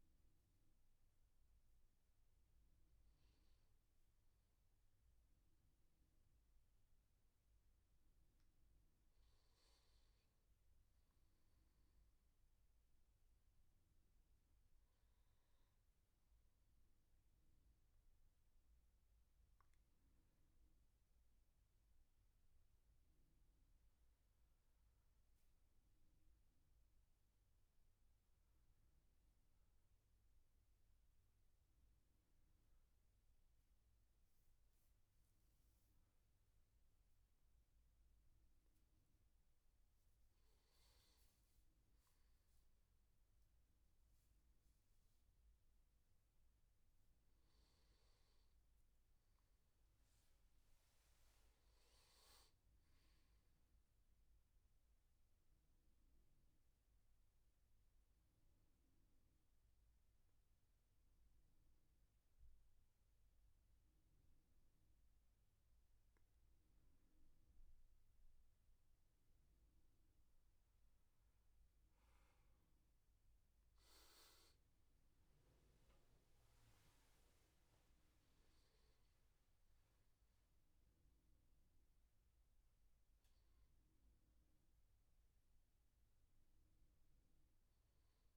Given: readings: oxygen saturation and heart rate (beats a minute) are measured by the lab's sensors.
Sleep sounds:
breathing in sleep, hard to hear, by a room microphone; 2
12.50-16.50 s: arousal
19.50-37.00 s: obstructive apnea (oxygen 97% before, 95% lowest, heart rate 78 before, 77 extreme, up 6 after)
39.50-43.50 s: arousal
60.50-72.50 s: mixed apnea (oxygen 97% before, 95% lowest, heart rate 83 before, 77 extreme, up 13 after)
74.50-79.00 s: arousal
From the record:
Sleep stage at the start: N2 (light sleep); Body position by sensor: on the back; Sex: male

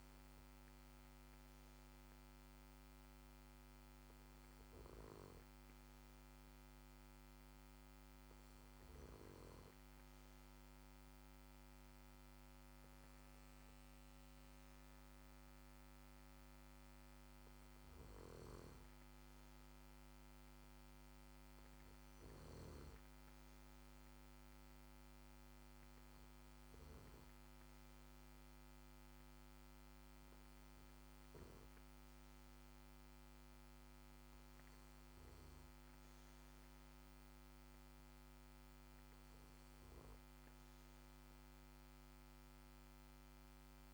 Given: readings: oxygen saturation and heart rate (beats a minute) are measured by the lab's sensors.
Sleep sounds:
breathing in sleep, hard to hear, by a microphone on the trachea; none
40.00-43.00 s: arousal
From the record:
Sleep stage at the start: N2 (light sleep); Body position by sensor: on the back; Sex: male

